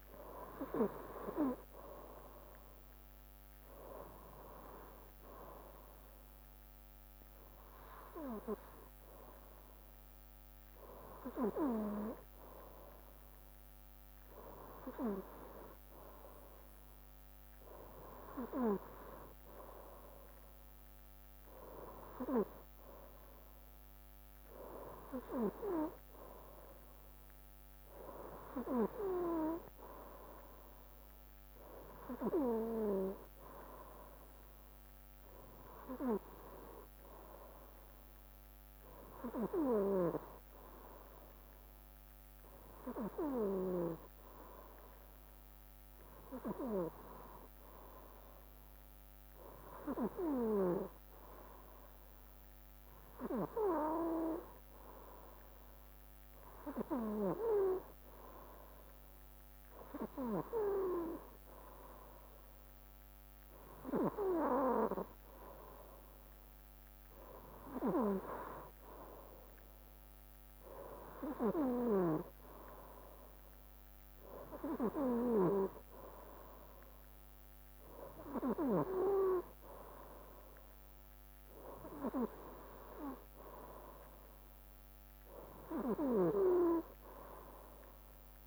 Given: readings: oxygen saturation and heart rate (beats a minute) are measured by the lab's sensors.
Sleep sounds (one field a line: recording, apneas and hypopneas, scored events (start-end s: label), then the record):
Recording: breathing in sleep by a microphone on the trachea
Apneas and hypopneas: none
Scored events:
43.50-88.46 s: new sleep stage, N3 (deep sleep)
From the record:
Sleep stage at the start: N2 (light sleep)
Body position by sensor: on the right side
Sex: male